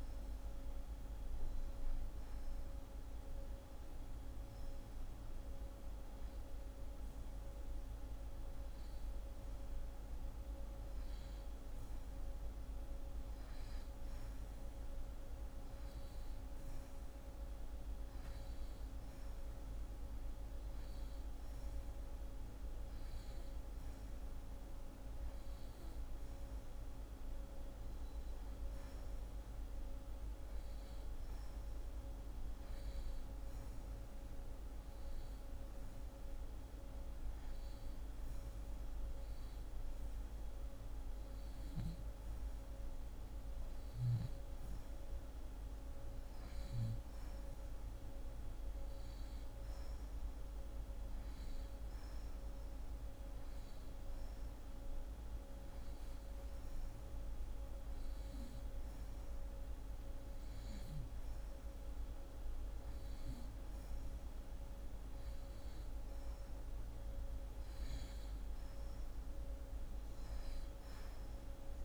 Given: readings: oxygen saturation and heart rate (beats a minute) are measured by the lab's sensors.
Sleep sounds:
breathing in sleep, hard to hear, by a room microphone; none
none scored
From the record:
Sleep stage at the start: N2 (light sleep); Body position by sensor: on the back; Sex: female

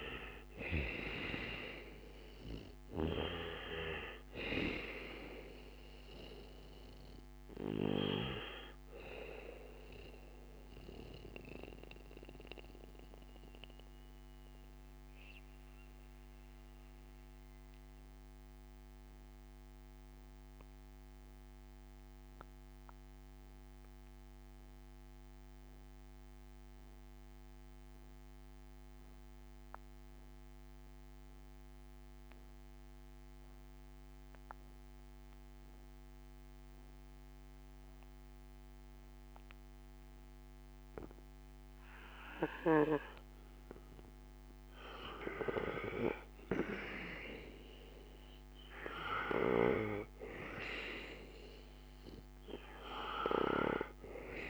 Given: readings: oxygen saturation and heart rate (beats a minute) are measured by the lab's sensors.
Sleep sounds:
breathing in sleep by a microphone on the trachea; 1
0.00-2.00 s: arousal
0.00-28.50 s: oxygen desaturation (device-marked, oxygen 83% lowest, heart rate 56 extreme)
11.00-44.00 s: mixed apnea (oxygen 98% before, 83% lowest, heart rate 62 before, 55 extreme)
44.50-54.50 s: oxygen desaturation (device-marked, oxygen 98% before, 84% lowest, heart rate 69 before, 55 extreme)
45.00-48.50 s: arousal
From the record:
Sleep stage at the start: N2 (light sleep); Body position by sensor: on the back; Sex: male

